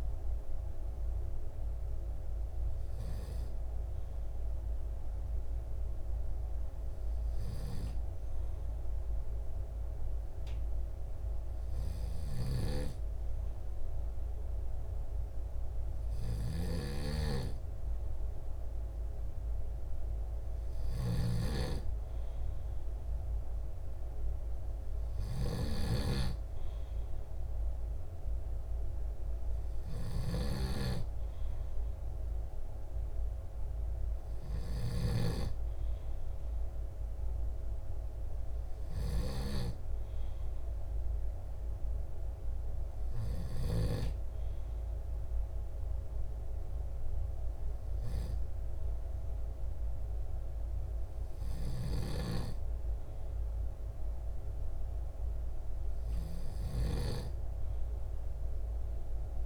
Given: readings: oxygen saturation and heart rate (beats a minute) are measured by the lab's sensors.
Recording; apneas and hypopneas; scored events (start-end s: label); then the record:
breathing in sleep by a room microphone; none
21.50-26.50 s: snoring (device-marked)
From the record:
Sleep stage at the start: N2 (light sleep); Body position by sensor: on the back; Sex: male